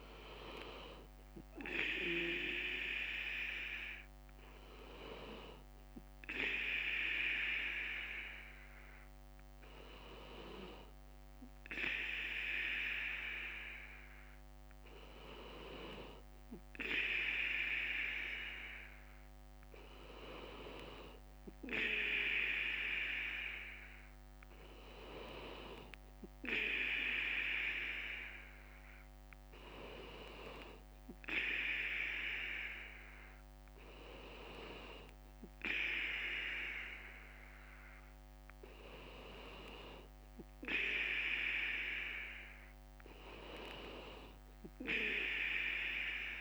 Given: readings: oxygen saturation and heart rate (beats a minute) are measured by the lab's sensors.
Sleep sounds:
breathing in sleep by a microphone on the trachea; none
0.00-45.50 s: bradycardia (device-marked, heart rate 55 extreme)
From the record:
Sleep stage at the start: N2 (light sleep); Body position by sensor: on the back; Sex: male

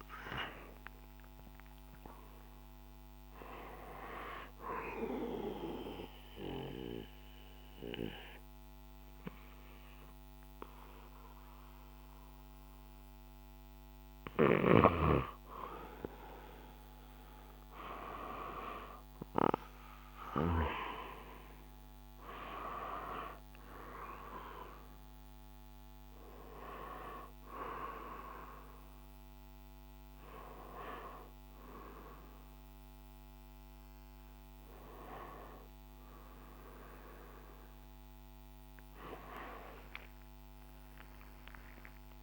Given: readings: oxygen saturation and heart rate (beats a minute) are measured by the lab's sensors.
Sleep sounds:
breathing in sleep by a microphone on the trachea; 1
0.00-11.50 s: drop in pulse transit time (device-marked, heart rate 62 extreme)
4.50-14.50 s: obstructive apnea (oxygen 97% before, 92% lowest, heart rate 63 before, 60 extreme, up 7 after)
15.50-19.00 s: arousal
From the record:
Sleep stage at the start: N2 (light sleep); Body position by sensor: on the back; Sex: male

